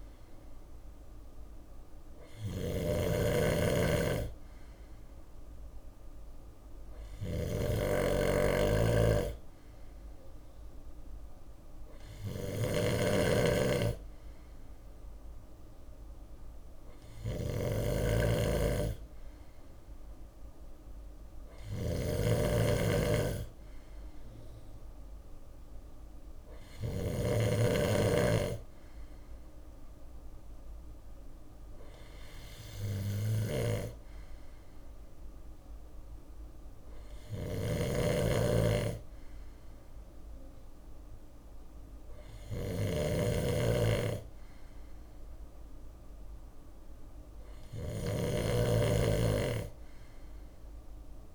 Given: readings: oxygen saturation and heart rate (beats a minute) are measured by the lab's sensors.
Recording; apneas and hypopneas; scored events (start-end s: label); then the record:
breathing in sleep by a room microphone; none
0.00-18.50 s: bradycardia (device-marked, heart rate 56 extreme)
0.00-26.00 s: snoring (device-marked)
19.50-51.35 s: bradycardia (device-marked, heart rate 62 before, 55 extreme)
32.00-51.35 s: snoring (device-marked)
From the record:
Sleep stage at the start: N2 (light sleep); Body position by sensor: on the left side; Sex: male